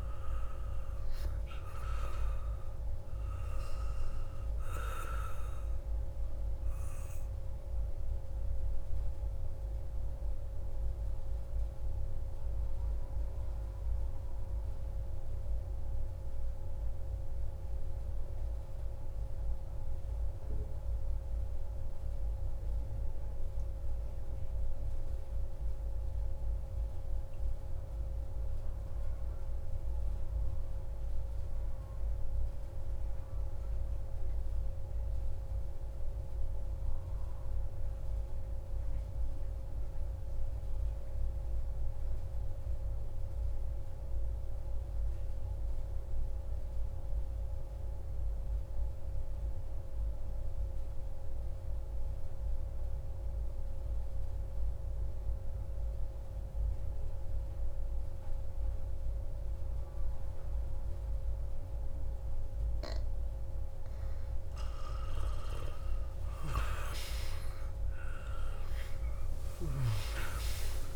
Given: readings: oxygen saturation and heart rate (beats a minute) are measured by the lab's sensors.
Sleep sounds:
breathing in sleep by a room microphone; 1
0.00-19.50 s: oxygen desaturation (device-marked, oxygen 91% lowest)
7.00-63.50 s: obstructive apnea (oxygen 97% before, 89% lowest)
48.50-70.96 s: oxygen desaturation (device-marked, oxygen 97% before, 89% lowest)
66.00-70.96 s: arousal
From the record:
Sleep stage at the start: N2 (light sleep); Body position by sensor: on the back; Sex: male

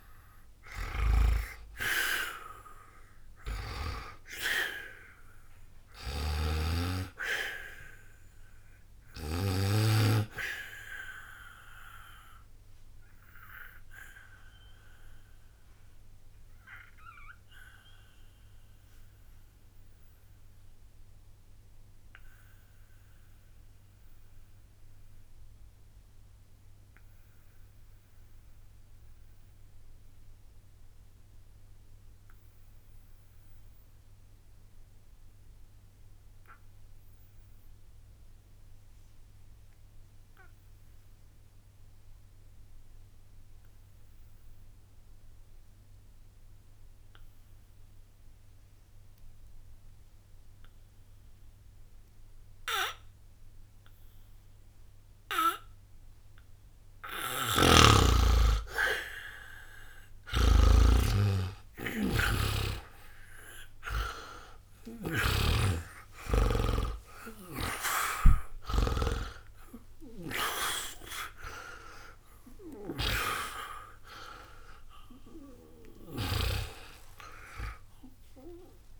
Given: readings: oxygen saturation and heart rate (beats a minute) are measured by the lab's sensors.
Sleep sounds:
breathing in sleep by a room microphone; 1
0.00-36.50 s: oxygen desaturation (device-marked, oxygen 82% lowest, heart rate 59 extreme)
11.50-58.50 s: obstructive apnea (oxygen 98% before, 76% lowest, heart rate 61 before, 60 extreme, up 20 after)
50.50-79.00 s: oxygen desaturation (device-marked, oxygen 98% before, 76% lowest, heart rate 60 before, 61 extreme)
57.00-65.00 s: snoring (device-marked)
61.00-67.00 s: arousal
69.50-73.00 s: snoring (device-marked)
From the record:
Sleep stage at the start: N2 (light sleep); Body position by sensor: on the back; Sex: male

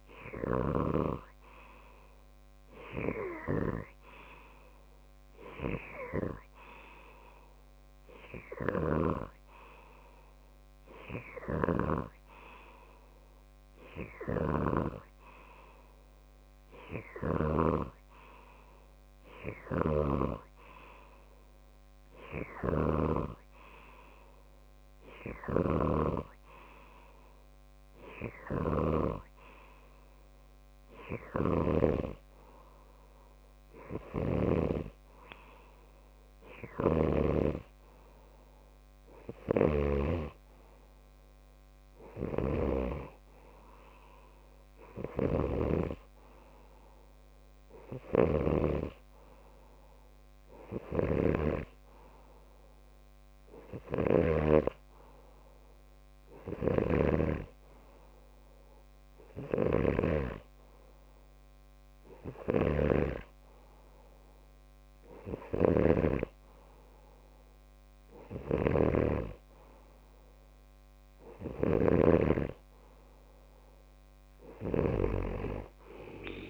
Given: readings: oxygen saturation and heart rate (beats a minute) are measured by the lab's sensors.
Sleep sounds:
breathing in sleep by a microphone on the trachea; none
18.00-20.00 s: long interval between heartbeats (device-marked)
25.50-35.00 s: snoring (device-marked)
39.50-54.50 s: snoring (device-marked)
56.50-76.50 s: snoring (device-marked)
From the record:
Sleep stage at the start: N2 (light sleep); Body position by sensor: on the left side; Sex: male

